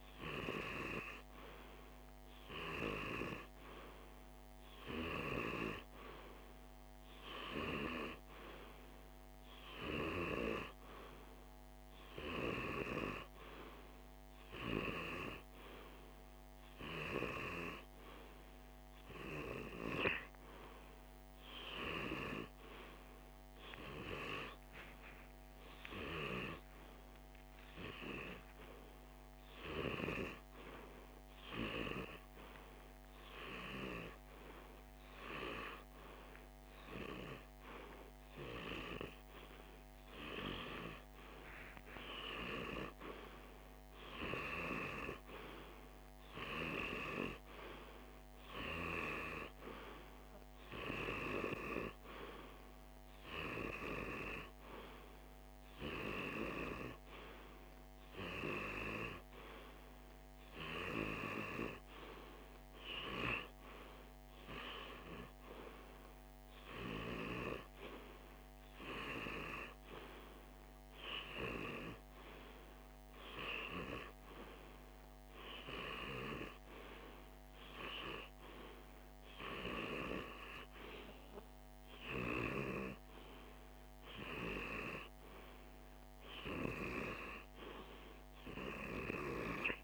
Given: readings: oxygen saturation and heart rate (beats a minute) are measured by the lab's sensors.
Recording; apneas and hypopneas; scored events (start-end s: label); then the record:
breathing in sleep by a microphone on the trachea; 1
26.00-28.00 s: oxygen desaturation (device-marked, oxygen 97% before, 93% lowest, heart rate 50 before, 51 extreme)
29.00-40.50 s: hypopnea (oxygen 98% before, 95% lowest, heart rate 51 before, 50 extreme, up 2 after)
42.00-45.50 s: arousal
From the record:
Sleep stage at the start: REM sleep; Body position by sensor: on the left side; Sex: male